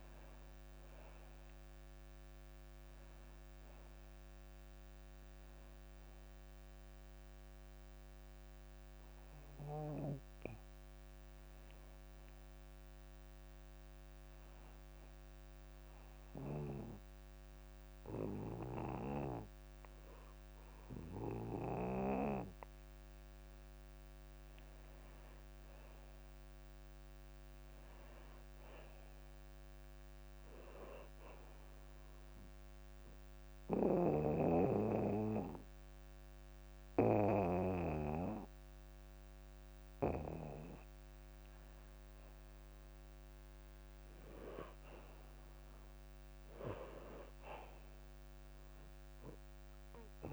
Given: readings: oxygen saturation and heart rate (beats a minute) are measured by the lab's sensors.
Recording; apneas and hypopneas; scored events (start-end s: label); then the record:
breathing in sleep by a microphone on the trachea; 2
5.00-21.00 s: hypopnea (oxygen 95% before, 89% lowest)
25.00-27.50 s: arousal
32.50-43.00 s: obstructive apnea (oxygen 95% before, 88% lowest)
34.00-49.00 s: oxygen desaturation (device-marked, oxygen 95% before, 90% lowest)
46.00-49.50 s: arousal
From the record:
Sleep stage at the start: N2 (light sleep); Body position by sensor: on the back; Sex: male